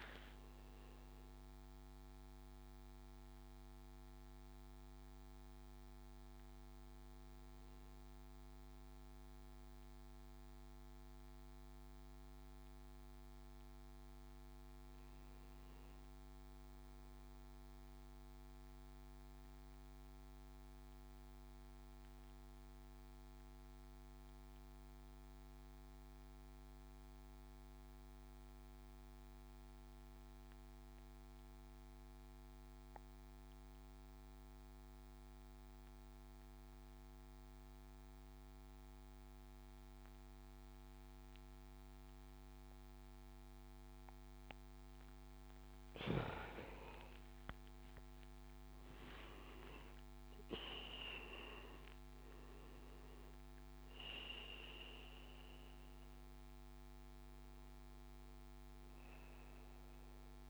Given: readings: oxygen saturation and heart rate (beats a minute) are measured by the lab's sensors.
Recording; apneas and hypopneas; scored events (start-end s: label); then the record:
breathing in sleep by a microphone on the trachea; 1
0.00-11.00 s: oxygen desaturation (device-marked, oxygen 92% lowest, heart rate 61 extreme)
12.00-15.00 s: arousal
17.50-44.50 s: mixed apnea (oxygen 96% before, 91% lowest, heart rate 66 before, 62 extreme, up 18 after)
37.00-60.50 s: oxygen desaturation (device-marked, oxygen 99% before, 91% lowest, heart rate 69 before, 62 extreme)
47.00-51.00 s: arousal
From the record:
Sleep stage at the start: N2 (light sleep); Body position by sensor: on the back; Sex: male